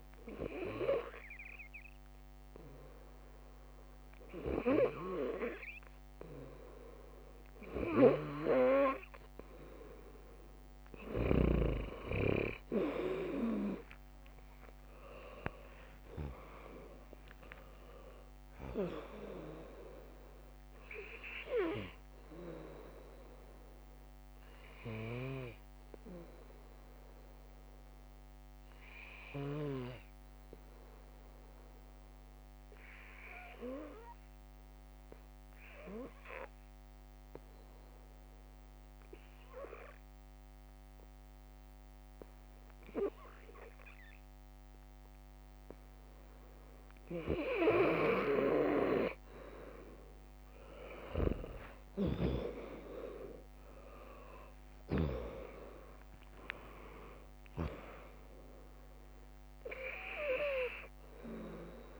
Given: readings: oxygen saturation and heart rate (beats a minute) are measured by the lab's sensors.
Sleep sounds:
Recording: breathing in sleep by a microphone on the trachea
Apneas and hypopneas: 1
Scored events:
6.50-8.50 s: bradycardia (device-marked, heart rate 68 before, 59 extreme)
13.50-18.00 s: arousal
15.50-29.50 s: drop in pulse transit time (device-marked, heart rate 60 before, 71 extreme)
31.00-44.00 s: hypopnea (oxygen 99% before, 96% lowest, heart rate 78 before, 58 extreme, up 4 after)
33.50-36.50 s: bradycardia (device-marked, heart rate 68 before, 60 extreme)
46.50-48.50 s: bradycardia (device-marked, heart rate 69 before, 61 extreme)
52.00-58.00 s: arousal
55.50-62.00 s: drop in pulse transit time (device-marked, heart rate 60 before, 67 extreme)
From the record:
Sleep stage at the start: N2 (light sleep)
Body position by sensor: on the left side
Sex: female

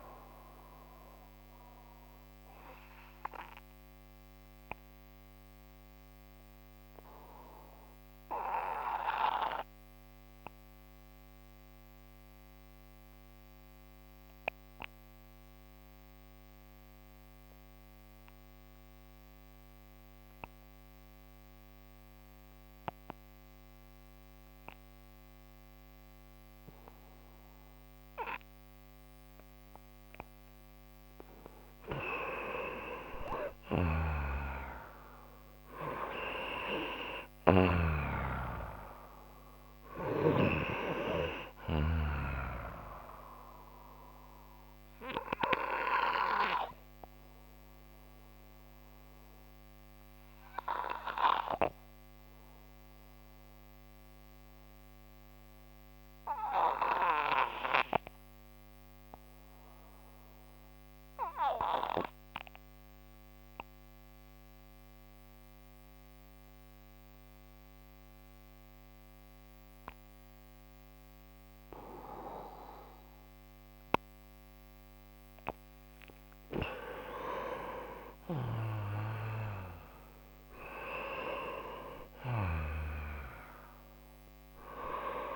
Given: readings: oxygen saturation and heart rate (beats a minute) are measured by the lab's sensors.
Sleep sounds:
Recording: breathing in sleep by a microphone on the trachea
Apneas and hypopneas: 2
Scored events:
0.00-13.00 s: oxygen desaturation (device-marked, oxygen 91% lowest)
0.50-30.00 s: obstructive apnea (oxygen 98% before, 91% lowest)
32.00-36.50 s: arousal
33.50-38.00 s: snoring (device-marked)
43.50-75.00 s: obstructive apnea (oxygen 98% before, 91% lowest)
47.00-64.00 s: oxygen desaturation (device-marked, oxygen 95% before, 92% lowest)
76.50-80.00 s: arousal
78.00-85.36 s: oxygen desaturation (device-marked, oxygen 97% before, 91% lowest)
From the record:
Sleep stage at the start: N2 (light sleep)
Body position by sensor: on the right side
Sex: male

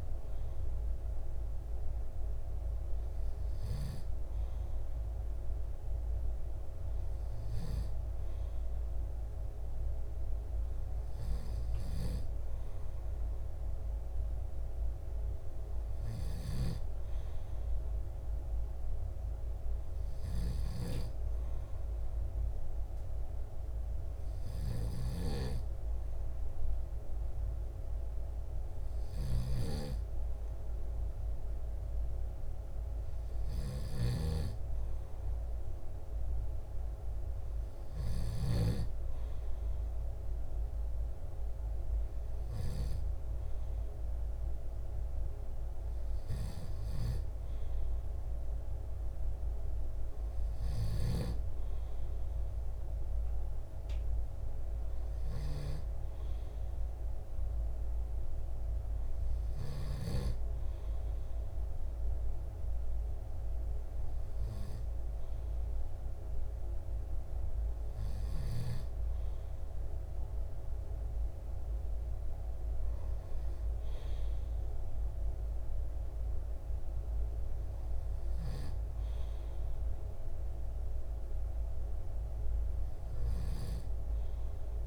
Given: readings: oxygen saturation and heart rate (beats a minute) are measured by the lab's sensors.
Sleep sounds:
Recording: breathing in sleep, hard to hear, by a room microphone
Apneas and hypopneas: none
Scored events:
none scored
From the record:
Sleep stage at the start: N2 (light sleep)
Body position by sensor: on the back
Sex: male

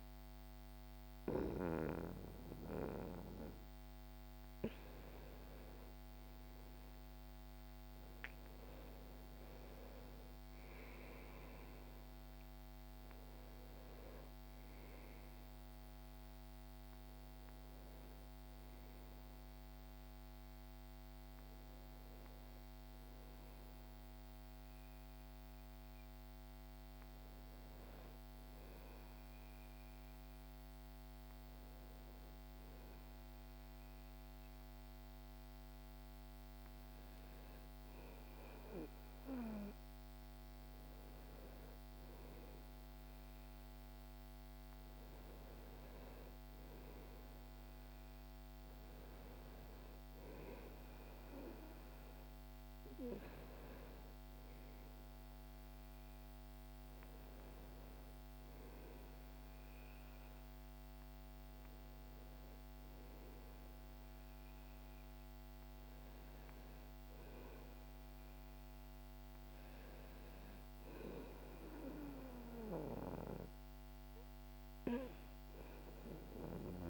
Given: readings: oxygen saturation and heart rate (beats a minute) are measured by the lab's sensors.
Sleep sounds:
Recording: breathing in sleep by a microphone on the trachea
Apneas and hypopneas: none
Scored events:
none scored
From the record:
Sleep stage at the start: N1 (lightest sleep)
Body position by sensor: on the back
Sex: male

